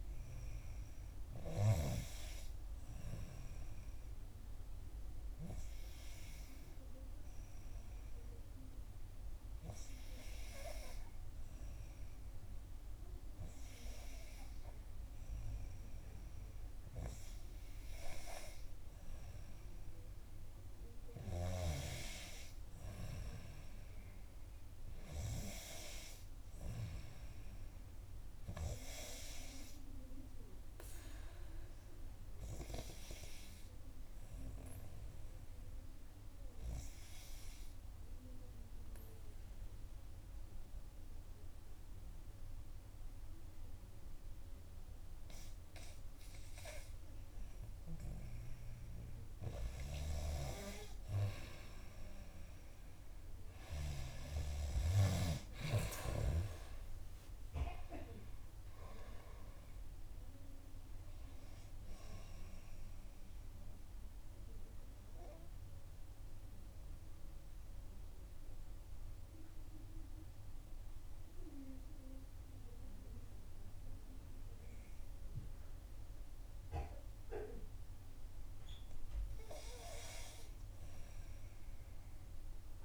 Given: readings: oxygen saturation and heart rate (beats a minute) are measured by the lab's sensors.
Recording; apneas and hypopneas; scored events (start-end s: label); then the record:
breathing in sleep by a room microphone; 3
5.00-18.50 s: hypopnea (oxygen 96% before, 91% lowest, heart rate 67 before, 61 extreme, up 0 after)
21.00-25.00 s: arousal
37.50-49.00 s: obstructive apnea (oxygen 94% before, 91% lowest, heart rate 65 before, 59 extreme, up 4 after)
55.50-60.00 s: arousal
62.50-78.00 s: obstructive apnea (oxygen 93% before, 91% lowest, heart rate 63 before, 59 extreme, up 6 after)
80.00-82.85 s: arousal
From the record:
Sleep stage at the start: N2 (light sleep); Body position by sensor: on the back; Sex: female